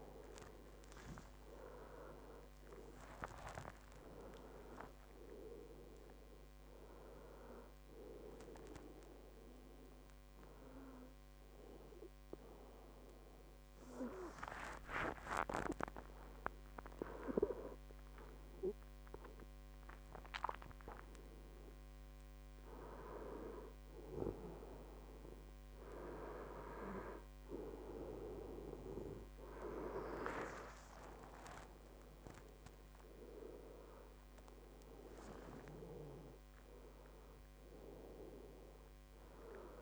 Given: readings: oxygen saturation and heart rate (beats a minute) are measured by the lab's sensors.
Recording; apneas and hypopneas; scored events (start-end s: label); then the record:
breathing in sleep by a microphone on the trachea; none
0.00-3.00 s: arousal
From the record:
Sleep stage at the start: N2 (light sleep); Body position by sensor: on the right side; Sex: male